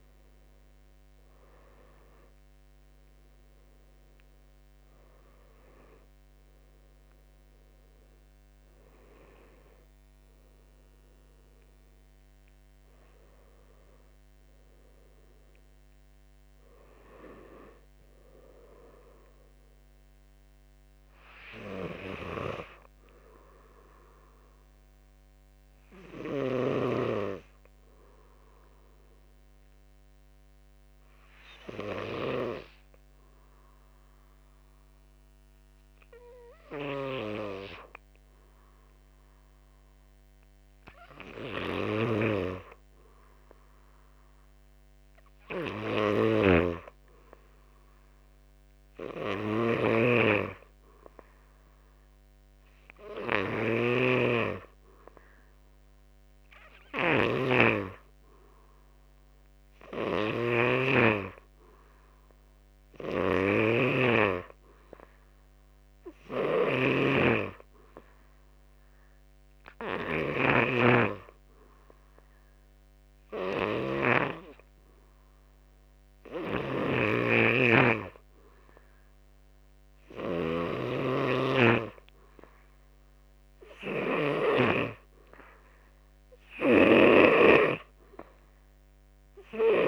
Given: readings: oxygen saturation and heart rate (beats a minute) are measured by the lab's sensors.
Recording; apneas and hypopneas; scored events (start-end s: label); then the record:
breathing in sleep by a microphone on the trachea; 1
2.00-17.00 s: drop in pulse transit time (device-marked, heart rate 62 before, 64 extreme)
27.50-85.50 s: obstructive apnea (oxygen 90% before, 88% lowest, heart rate 61 before, 49 extreme, up 11 after)
45.00-63.00 s: oxygen desaturation (device-marked, oxygen 98% before, 89% lowest, heart rate 55 before, 57 extreme)
46.00-53.50 s: snoring (device-marked)
60.00-70.50 s: snoring (device-marked)
69.00-75.00 s: oxygen desaturation (device-marked, oxygen 92% before, 89% lowest, heart rate 59 before, 58 extreme)
76.50-89.88 s: snoring (device-marked)
88.00-89.88 s: arousal
From the record:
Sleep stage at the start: N2 (light sleep); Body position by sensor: on the back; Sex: male